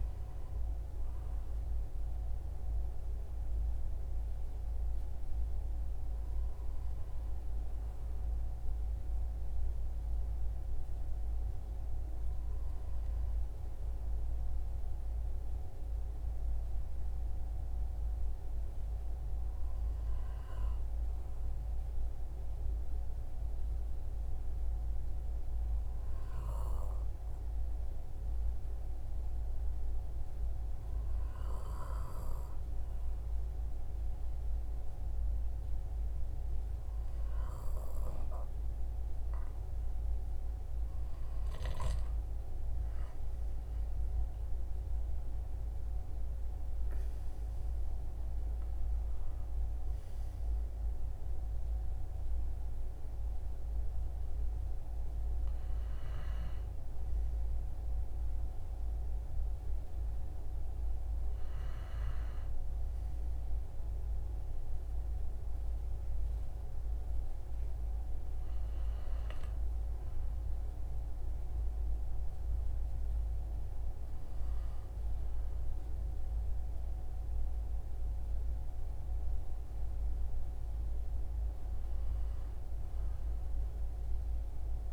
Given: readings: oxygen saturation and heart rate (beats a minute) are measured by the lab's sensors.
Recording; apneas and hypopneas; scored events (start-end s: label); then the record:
breathing in sleep, hard to hear, by a room microphone; 1
19.00-37.50 s: hypopnea (oxygen 96% before, 92% lowest, heart rate 58 before, 56 extreme, up 13 after)
40.00-44.00 s: arousal
From the record:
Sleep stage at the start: N2 (light sleep); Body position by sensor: on the right side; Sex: male